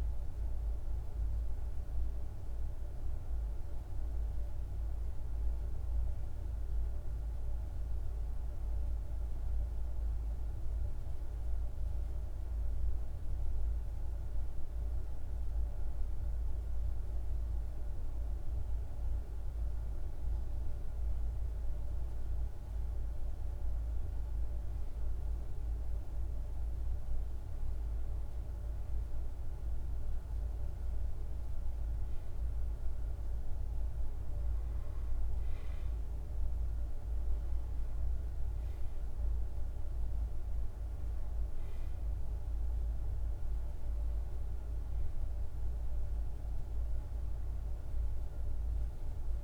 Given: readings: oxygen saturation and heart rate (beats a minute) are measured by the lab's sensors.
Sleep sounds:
breathing in sleep, hard to hear, by a room microphone; 1
0.00-9.00 s: oxygen desaturation (device-marked, oxygen 92% lowest, heart rate 53 extreme)
10.50-24.00 s: hypopnea (oxygen 95% before, 90% lowest, heart rate 54 before, 53 extreme, up 2 after)
26.00-30.50 s: arousal
From the record:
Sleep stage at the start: N2 (light sleep); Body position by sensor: on the back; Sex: male

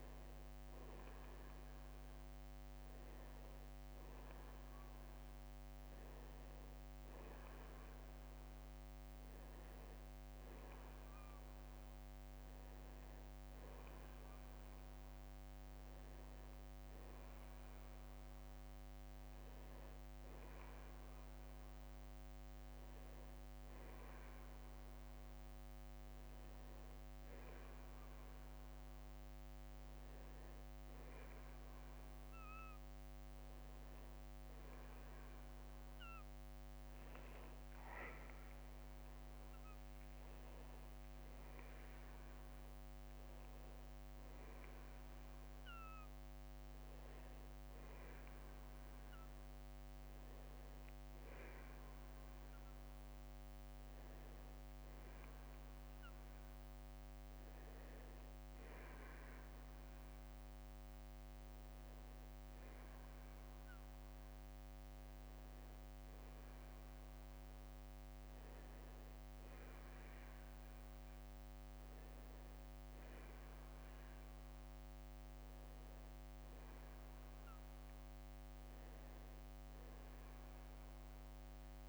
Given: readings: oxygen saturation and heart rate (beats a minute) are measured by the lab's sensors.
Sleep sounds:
breathing in sleep, hard to hear, by a microphone on the trachea; none
0.00-32.00 s: oxygen desaturation (device-marked, oxygen 93% before, 89% lowest, heart rate 54 before, 50 extreme)
22.00-81.88 s: new sleep stage, N1 (lightest sleep)
36.50-40.50 s: arousal
From the record:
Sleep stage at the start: N2 (light sleep); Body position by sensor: on the back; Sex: male

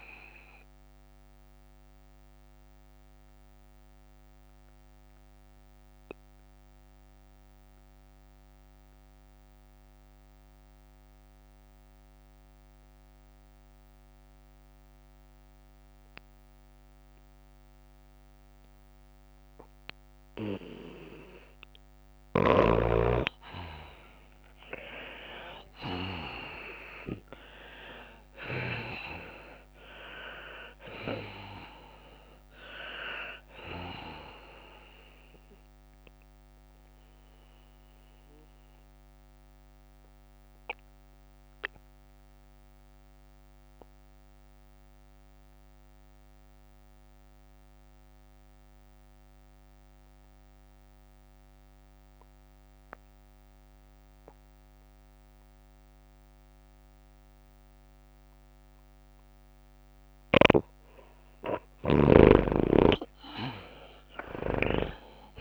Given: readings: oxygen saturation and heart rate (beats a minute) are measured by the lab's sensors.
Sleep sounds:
breathing in sleep by a microphone on the trachea; 2
0.00-5.00 s: tachycardia (device-marked, heart rate 104 extreme)
0.00-12.00 s: oxygen desaturation (device-marked, oxygen 87% lowest, heart rate 94 extreme)
1.50-20.50 s: mixed apnea (oxygen 97% before, 82% lowest, heart rate 100 before, 94 extreme, up 6 after)
22.00-47.00 s: oxygen desaturation (device-marked, oxygen 98% before, 86% lowest, heart rate 98 before, 96 extreme)
25.00-28.50 s: arousal
26.00-42.00 s: tachycardia (device-marked, heart rate 104 before, 104 extreme)
27.00-41.00 s: drop in pulse transit time (device-marked, heart rate 97 before, 100 extreme)
37.00-61.00 s: mixed apnea (oxygen 98% before, 79% lowest, heart rate 99 before, 96 extreme, up 5 after)
57.00-65.41 s: oxygen desaturation (device-marked, oxygen 98% before, 82% lowest, heart rate 99 before, 94 extreme)
63.00-65.41 s: arousal
63.00-65.41 s: snoring (device-marked)
From the record:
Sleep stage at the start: N2 (light sleep); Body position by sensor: on the left side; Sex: female

